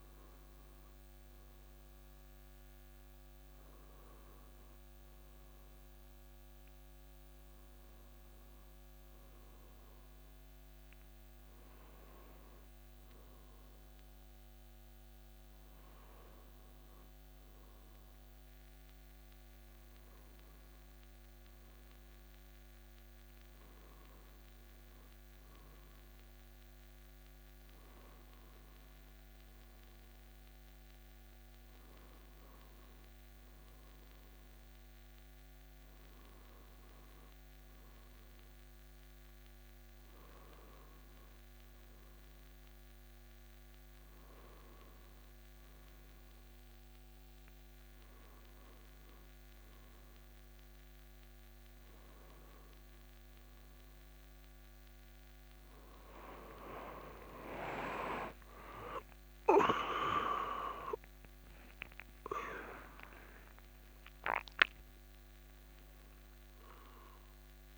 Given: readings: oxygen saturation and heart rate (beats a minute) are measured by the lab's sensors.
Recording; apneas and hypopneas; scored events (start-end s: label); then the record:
breathing in sleep by a microphone on the trachea; none
57.00-62.50 s: arousal
From the record:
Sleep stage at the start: N1 (lightest sleep); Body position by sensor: on the back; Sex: male